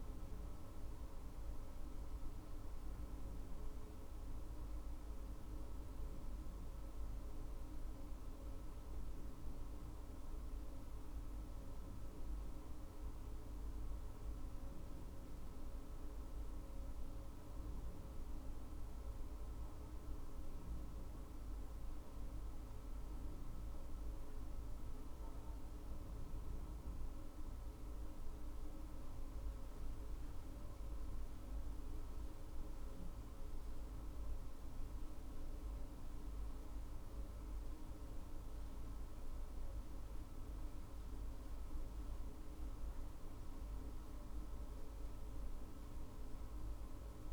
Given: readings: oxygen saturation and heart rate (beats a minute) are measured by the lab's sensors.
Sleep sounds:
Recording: a person awake in a sleep study, hard to hear, by a room microphone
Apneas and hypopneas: none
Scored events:
none scored
From the record:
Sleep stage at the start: awake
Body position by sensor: on the back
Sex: female

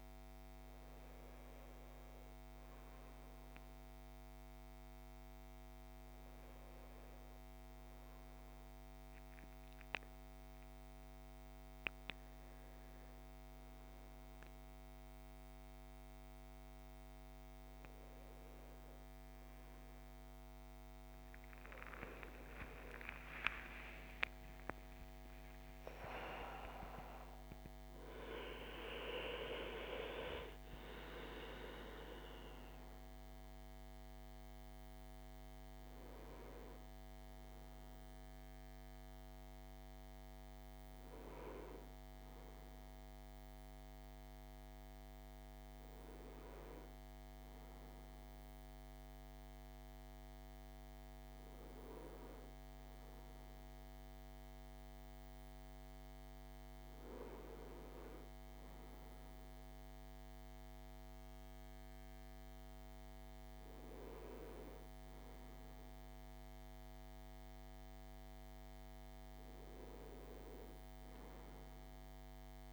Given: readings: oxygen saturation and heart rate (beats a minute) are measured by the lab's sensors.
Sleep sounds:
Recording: breathing in sleep by a microphone on the trachea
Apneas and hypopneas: none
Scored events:
21.50-26.00 s: arousal
From the record:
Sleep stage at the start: N1 (lightest sleep)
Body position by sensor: on the front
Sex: male

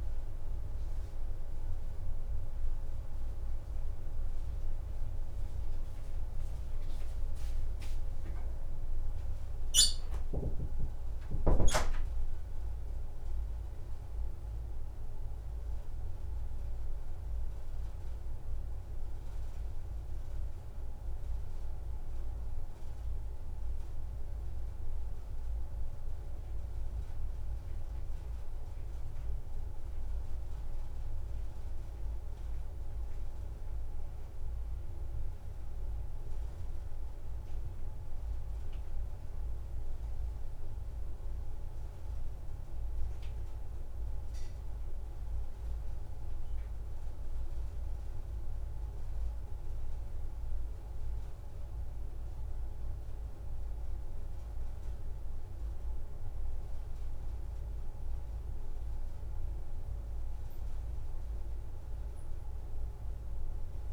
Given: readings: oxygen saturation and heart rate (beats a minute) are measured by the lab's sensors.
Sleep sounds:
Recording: breathing in sleep, hard to hear, by a room microphone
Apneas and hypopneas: none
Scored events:
none scored
From the record:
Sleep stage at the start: N1 (lightest sleep)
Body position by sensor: on the back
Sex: female

